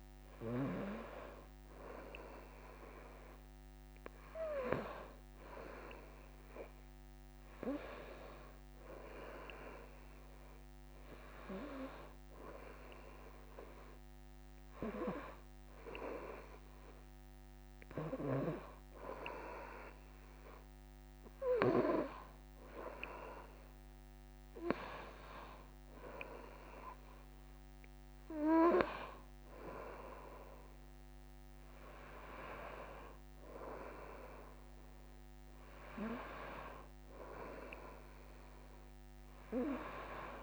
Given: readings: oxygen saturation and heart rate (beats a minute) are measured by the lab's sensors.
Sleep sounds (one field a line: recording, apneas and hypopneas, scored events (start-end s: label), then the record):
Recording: a person awake in a sleep study, by a microphone on the trachea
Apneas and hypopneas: none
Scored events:
none scored
From the record:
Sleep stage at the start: awake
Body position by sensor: on the right side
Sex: female